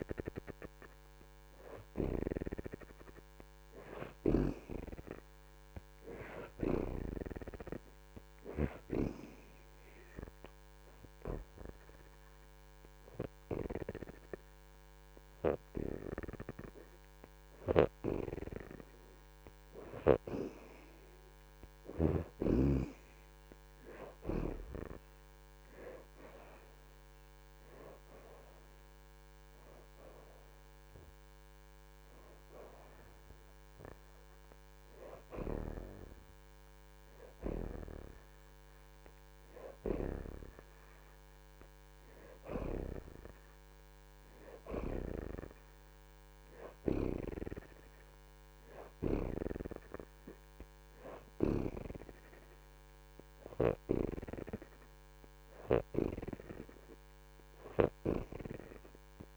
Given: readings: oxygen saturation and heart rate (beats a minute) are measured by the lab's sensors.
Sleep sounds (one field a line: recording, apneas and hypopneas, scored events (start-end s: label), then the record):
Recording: breathing in sleep by a microphone on the trachea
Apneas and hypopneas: 1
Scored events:
0.50-17.50 s: oxygen desaturation (device-marked, oxygen 74% before, 62% lowest)
9.50-20.50 s: hypopnea (oxygen 75% before, 59% lowest)
23.50-30.50 s: oxygen desaturation (device-marked, oxygen 71% before, 64% lowest)
27.00-31.00 s: arousal
35.50-56.50 s: oxygen desaturation (device-marked, oxygen 71% before, 59% lowest)
From the record:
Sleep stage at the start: N2 (light sleep)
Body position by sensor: on the back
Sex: female